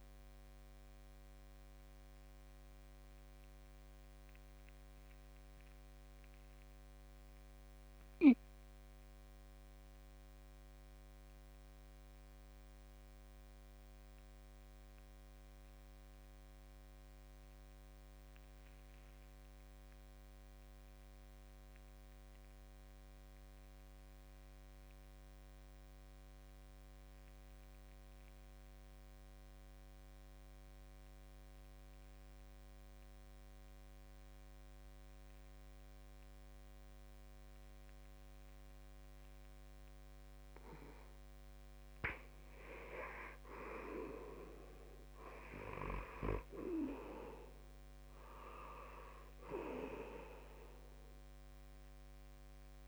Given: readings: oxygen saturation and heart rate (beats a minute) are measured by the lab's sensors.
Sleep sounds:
breathing in sleep by a microphone on the trachea; 1
0.00-6.00 s: oxygen desaturation (device-marked, oxygen 81% lowest, heart rate 65 extreme)
2.50-40.50 s: mixed apnea (oxygen 87% before, 81% lowest, heart rate 74 before, 67 extreme, up 0 after)
22.00-52.88 s: oxygen desaturation (device-marked, oxygen 97% before, 81% lowest, heart rate 70 before, 68 extreme)
42.50-46.00 s: arousal
From the record:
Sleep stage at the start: N2 (light sleep); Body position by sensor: on the back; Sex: male

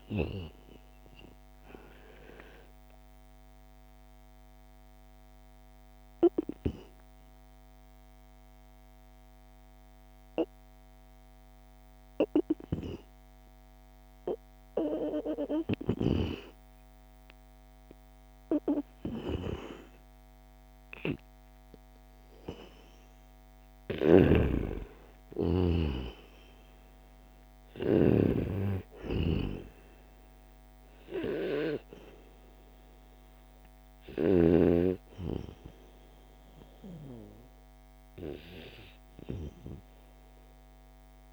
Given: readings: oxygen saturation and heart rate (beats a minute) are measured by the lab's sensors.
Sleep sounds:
breathing in sleep by a microphone on the trachea; 1
0.00-10.00 s: oxygen desaturation (device-marked, oxygen 93% lowest, heart rate 77 extreme)
5.00-21.00 s: obstructive apnea (oxygen 97% before, 92% lowest, heart rate 82 before, 76 extreme, up 1 after)
23.00-27.50 s: snoring (device-marked)
25.50-29.50 s: arousal
27.00-41.32 s: oxygen desaturation (device-marked, oxygen 97% before, 93% lowest, heart rate 79 before, 76 extreme)
From the record:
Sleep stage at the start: N2 (light sleep); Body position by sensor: on the back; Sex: male

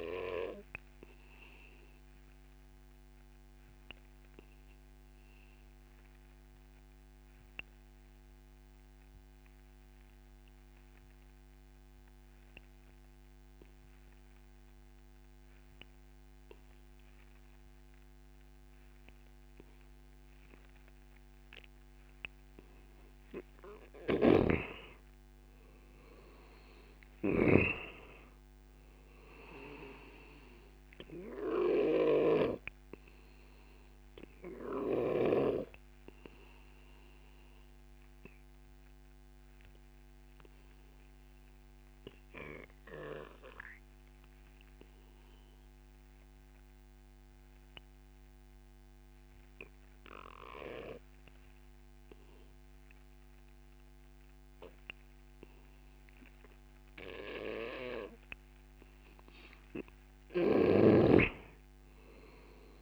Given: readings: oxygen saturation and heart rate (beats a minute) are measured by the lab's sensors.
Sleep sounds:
breathing in sleep by a microphone on the trachea; 2
0.00-20.00 s: oxygen desaturation (device-marked, oxygen 90% lowest, heart rate 29 extreme)
1.00-21.50 s: obstructive apnea (oxygen 96% before, 89% lowest, heart rate 49 before, 29 extreme, up 15 after)
24.50-27.50 s: arousal
29.00-51.00 s: oxygen desaturation (device-marked, oxygen 96% before, 90% lowest)
32.50-57.50 s: obstructive apnea (oxygen 96% before, 89% lowest)
61.50-62.81 s: arousal
From the record:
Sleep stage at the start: N2 (light sleep); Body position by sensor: on the back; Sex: male

